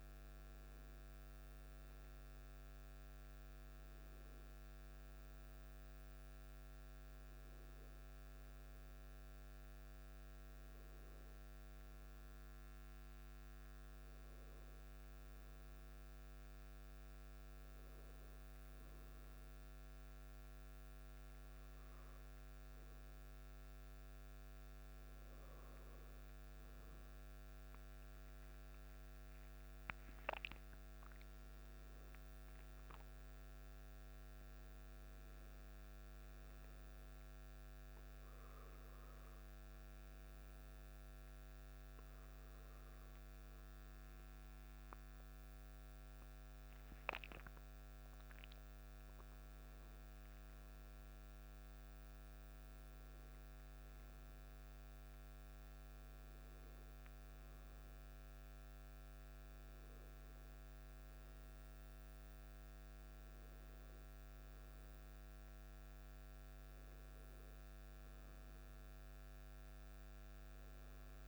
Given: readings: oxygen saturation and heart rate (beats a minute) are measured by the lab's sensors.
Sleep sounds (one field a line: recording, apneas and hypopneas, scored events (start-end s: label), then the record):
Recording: a person awake in a sleep study, hard to hear, by a microphone on the trachea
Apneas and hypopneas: none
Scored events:
none scored
From the record:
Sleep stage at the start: awake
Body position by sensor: on the back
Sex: male